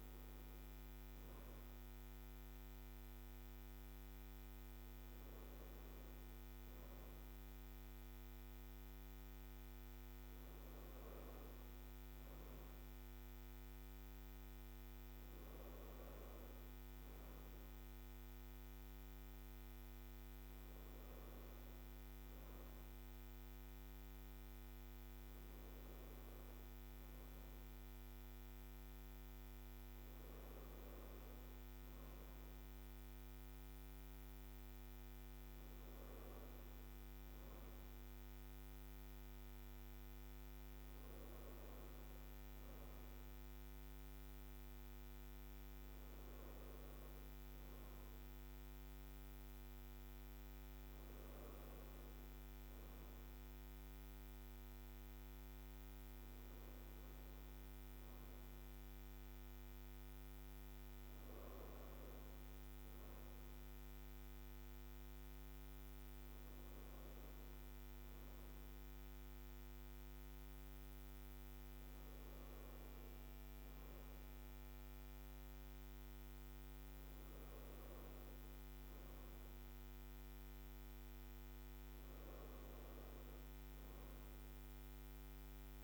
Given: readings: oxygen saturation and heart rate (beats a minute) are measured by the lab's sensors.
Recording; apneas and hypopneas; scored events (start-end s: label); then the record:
breathing in sleep, hard to hear, by a microphone on the trachea; none
none scored
From the record:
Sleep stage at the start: N3 (deep sleep); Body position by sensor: on the right side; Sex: female